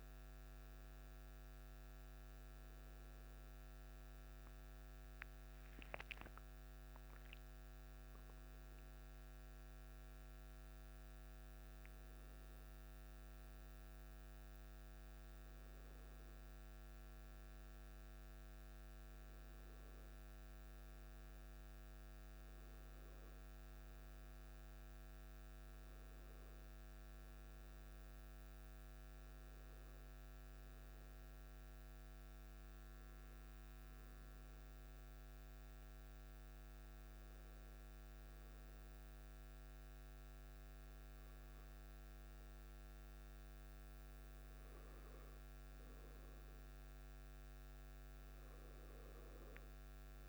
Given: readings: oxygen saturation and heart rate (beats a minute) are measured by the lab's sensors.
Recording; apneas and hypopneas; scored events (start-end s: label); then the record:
breathing in sleep, hard to hear, by a microphone on the trachea; none
none scored
From the record:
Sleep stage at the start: N1 (lightest sleep); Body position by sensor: on the back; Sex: male